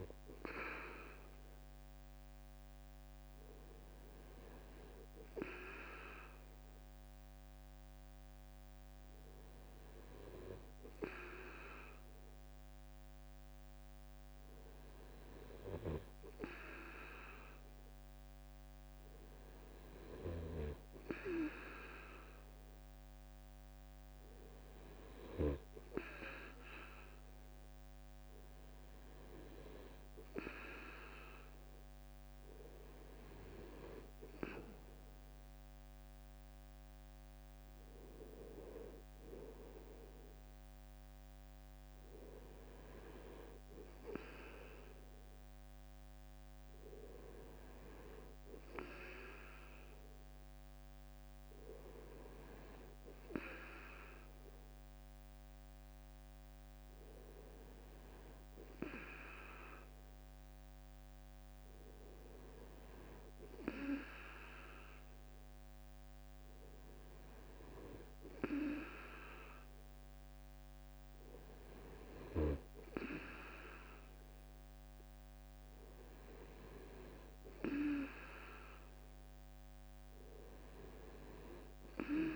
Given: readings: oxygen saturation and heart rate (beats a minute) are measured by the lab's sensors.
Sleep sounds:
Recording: breathing in sleep by a microphone on the trachea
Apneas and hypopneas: none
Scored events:
none scored
From the record:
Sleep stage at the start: N2 (light sleep)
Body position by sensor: on the back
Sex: male

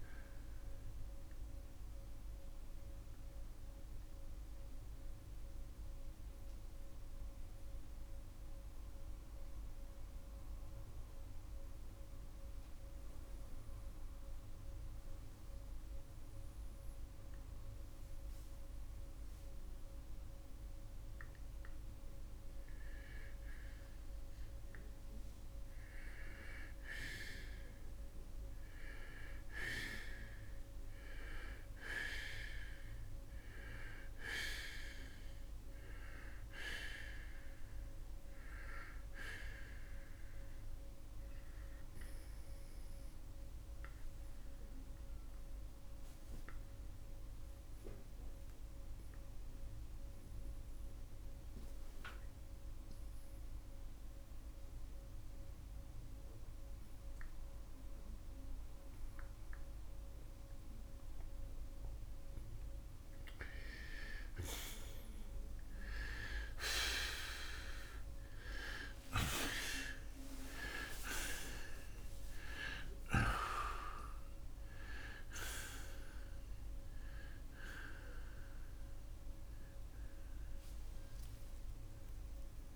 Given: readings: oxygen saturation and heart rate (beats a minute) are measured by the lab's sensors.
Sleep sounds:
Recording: breathing in sleep by a room microphone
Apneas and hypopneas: 2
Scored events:
2.50-23.50 s: mixed apnea (oxygen 95% before, 84% lowest)
16.50-34.50 s: oxygen desaturation (device-marked, oxygen 92% before, 84% lowest)
24.50-28.50 s: arousal
39.50-62.00 s: obstructive apnea (oxygen 95% before, 83% lowest)
45.50-64.50 s: oxygen desaturation (device-marked, oxygen 95% before, 87% lowest)
68.00-73.50 s: arousal
From the record:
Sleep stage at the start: N2 (light sleep)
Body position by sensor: on the right side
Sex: male

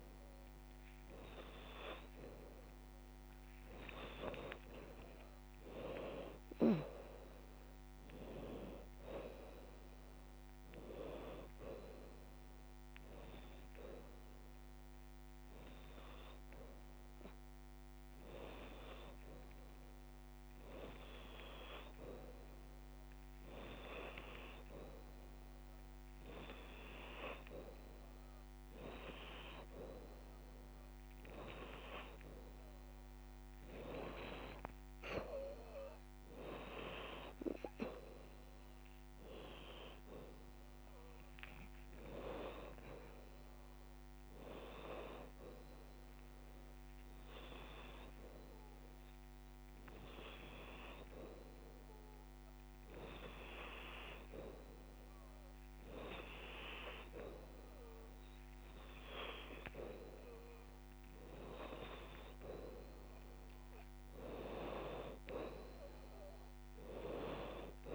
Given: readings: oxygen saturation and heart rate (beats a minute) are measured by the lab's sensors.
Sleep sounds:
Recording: breathing in sleep by a microphone on the trachea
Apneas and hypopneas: none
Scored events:
27.50-29.50 s: long interval between heartbeats (device-marked, heart rate 92 before, 90 extreme)
28.50-37.50 s: oxygen desaturation (device-marked, oxygen 91% before, 88% lowest)
33.50-35.50 s: long interval between heartbeats (device-marked, heart rate 90 before, 89 extreme)
36.50-67.95 s: bradycardia (device-marked)
40.50-42.50 s: long interval between heartbeats (device-marked, heart rate 84 before, 25 extreme)
51.50-64.50 s: drop in pulse transit time (device-marked)
53.50-55.50 s: long interval between heartbeats (device-marked)
56.50-58.50 s: long interval between heartbeats (device-marked, heart rate 32 before, 38 extreme)
60.00-62.00 s: long interval between heartbeats (device-marked)
60.50-67.95 s: new sleep stage, awake
From the record:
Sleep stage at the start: N2 (light sleep)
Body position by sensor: on the back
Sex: female

